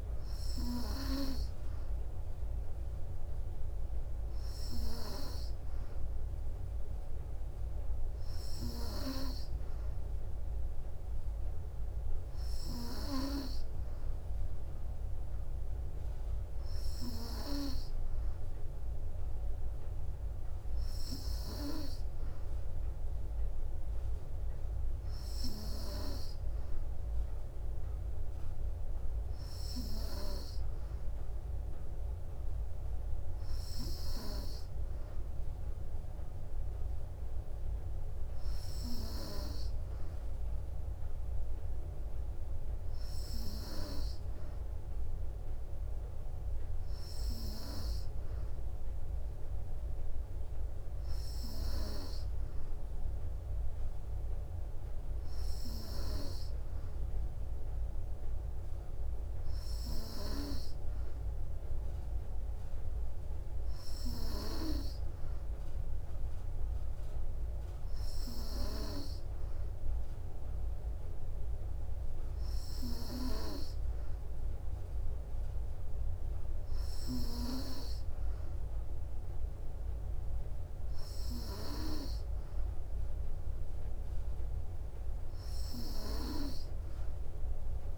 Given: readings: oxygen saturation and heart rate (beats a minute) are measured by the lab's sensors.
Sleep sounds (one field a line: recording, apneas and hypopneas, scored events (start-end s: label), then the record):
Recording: breathing in sleep by a room microphone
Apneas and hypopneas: none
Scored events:
none scored
From the record:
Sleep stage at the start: N3 (deep sleep)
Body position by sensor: on the back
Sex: female